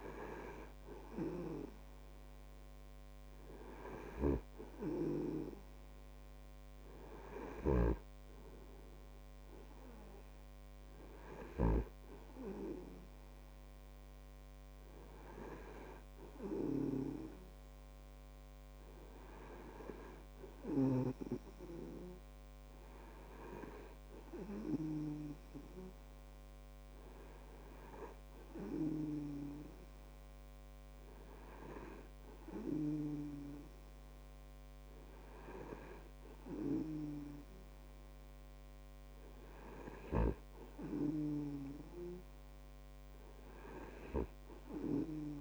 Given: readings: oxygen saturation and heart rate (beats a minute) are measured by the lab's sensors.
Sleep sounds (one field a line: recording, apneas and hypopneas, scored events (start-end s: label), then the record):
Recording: breathing in sleep by a microphone on the trachea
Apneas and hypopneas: none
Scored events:
8.00-12.50 s: snoring (device-marked)
From the record:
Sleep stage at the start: N2 (light sleep)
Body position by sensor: on the back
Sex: male